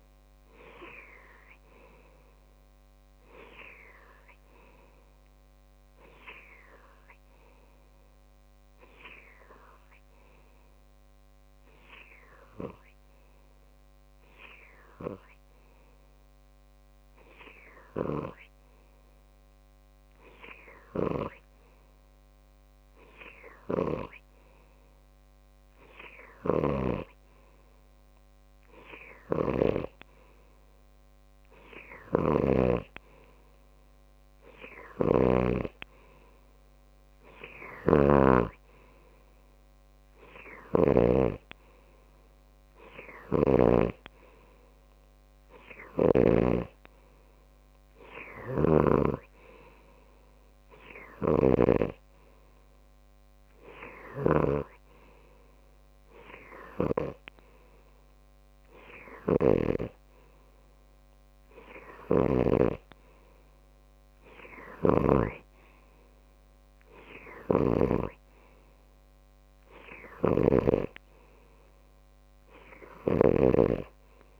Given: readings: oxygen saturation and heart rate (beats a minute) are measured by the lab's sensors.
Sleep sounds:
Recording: breathing in sleep by a microphone on the trachea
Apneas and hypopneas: 1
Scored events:
3.50-28.00 s: hypopnea (oxygen 94% before, 94% lowest)
29.50-36.00 s: snoring (device-marked)
30.00-33.00 s: arousal
38.00-41.00 s: oxygen desaturation (device-marked, oxygen 98% before, 96% lowest)
38.00-41.50 s: snoring (device-marked)
43.50-47.00 s: snoring (device-marked)
51.50-63.00 s: snoring (device-marked)
65.00-74.00 s: snoring (device-marked)
From the record:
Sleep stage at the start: N2 (light sleep)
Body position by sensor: on the left side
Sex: male

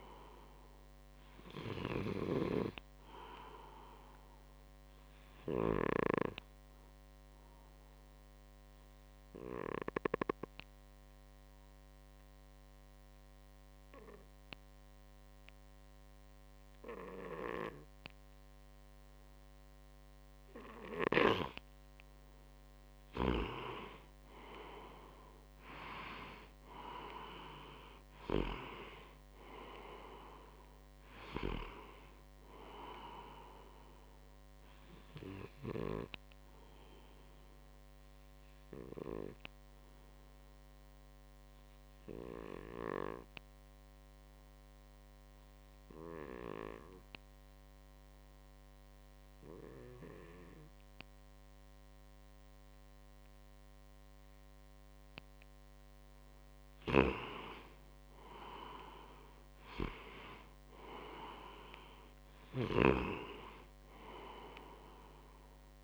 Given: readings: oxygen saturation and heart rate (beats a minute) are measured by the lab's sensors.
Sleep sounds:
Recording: breathing in sleep by a microphone on the trachea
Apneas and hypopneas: 2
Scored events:
5.50-21.00 s: obstructive apnea (oxygen 96% before, 93% lowest, heart rate 63 before, 60 extreme, up 4 after)
24.00-28.50 s: arousal
36.00-55.00 s: obstructive apnea (oxygen 96% before, 93% lowest, heart rate 63 before, 60 extreme, up 4 after)
57.00-60.50 s: arousal
59.00-65.84 s: oxygen desaturation (device-marked, oxygen 97% before, 93% lowest, heart rate 61 before, 57 extreme)
From the record:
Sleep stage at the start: N2 (light sleep)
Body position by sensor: on the right side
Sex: male

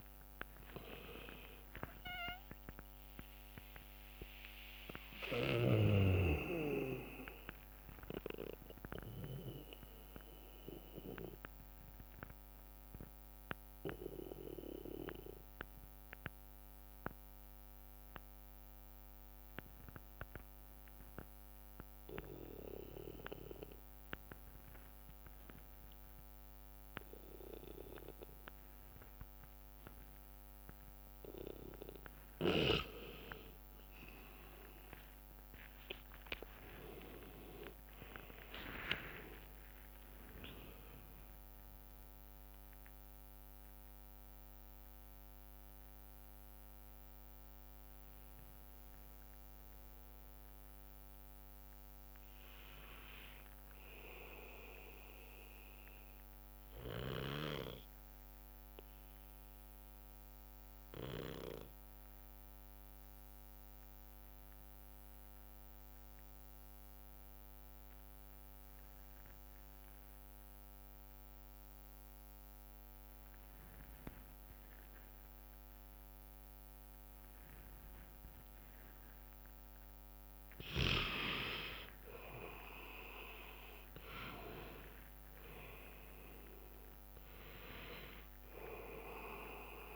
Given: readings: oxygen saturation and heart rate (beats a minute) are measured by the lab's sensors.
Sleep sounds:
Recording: breathing in sleep by a microphone on the trachea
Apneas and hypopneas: 2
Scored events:
0.00-17.00 s: oxygen desaturation (device-marked, oxygen 88% lowest, heart rate 56 extreme)
3.00-9.00 s: bradycardia (device-marked, heart rate 69 before, 56 extreme)
10.00-31.50 s: obstructive apnea (oxygen 98% before, 89% lowest, heart rate 65 before, 58 extreme, up 60 after)
15.00-21.00 s: bradycardia (device-marked, heart rate 69 before, 58 extreme)
31.00-56.00 s: oxygen desaturation (device-marked, oxygen 98% before, 91% lowest, heart rate 61 before, 57 extreme)
35.00-41.00 s: arousal
36.00-42.00 s: tachycardia (device-marked, heart rate 69 before, 127 extreme)
36.50-38.50 s: long interval between heartbeats (device-marked, heart rate 61 before, 75 extreme)
40.00-42.00 s: long interval between heartbeats (device-marked, heart rate 68 before, 125 extreme)
52.00-59.00 s: bradycardia (device-marked, heart rate 70 before, 57 extreme)
58.00-80.50 s: obstructive apnea (oxygen 98% before, 85% lowest, heart rate 81 before, 55 extreme, up 4 after)
64.00-66.00 s: bradycardia (device-marked, heart rate 70 before, 60 extreme)
77.00-89.96 s: oxygen desaturation (device-marked, oxygen 98% before, 88% lowest, heart rate 60 before, 55 extreme)
82.50-87.50 s: arousal
From the record:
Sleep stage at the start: N2 (light sleep)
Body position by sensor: on the back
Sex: male

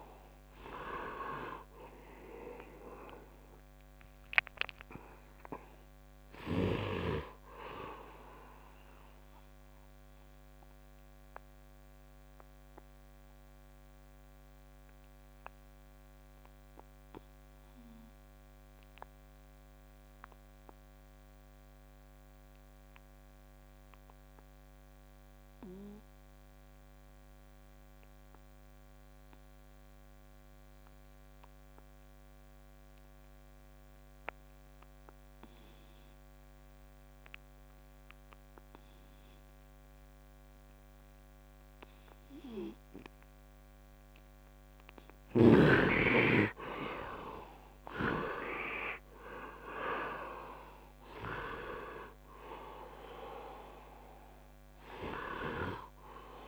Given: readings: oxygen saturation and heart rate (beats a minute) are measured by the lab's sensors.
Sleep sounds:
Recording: breathing in sleep by a microphone on the trachea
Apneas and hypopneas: 1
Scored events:
0.00-25.50 s: oxygen desaturation (device-marked, oxygen 67% lowest, heart rate 69 extreme)
10.50-44.00 s: obstructive apnea (oxygen 89% before, 67% lowest, heart rate 80 before, 70 extreme, up 10 after)
33.50-56.47 s: oxygen desaturation (device-marked, oxygen 100% before, 67% lowest, heart rate 73 before, 71 extreme)
46.50-50.50 s: arousal
From the record:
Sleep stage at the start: N2 (light sleep)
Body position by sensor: on the right side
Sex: male

